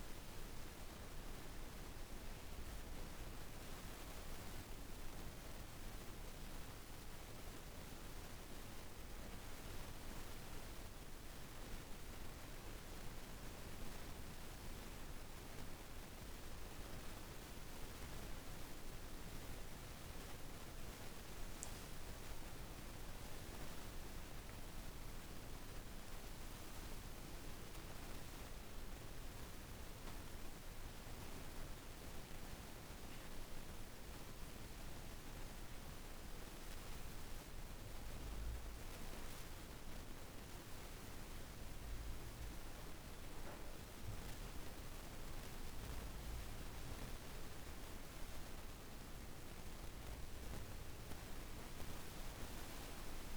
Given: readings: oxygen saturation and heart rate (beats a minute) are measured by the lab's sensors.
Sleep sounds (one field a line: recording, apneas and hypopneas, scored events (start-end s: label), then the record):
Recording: breathing in sleep, hard to hear, by a room microphone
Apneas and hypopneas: none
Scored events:
20.00-24.00 s: arousal
From the record:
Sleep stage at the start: N1 (lightest sleep)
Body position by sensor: on the back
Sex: female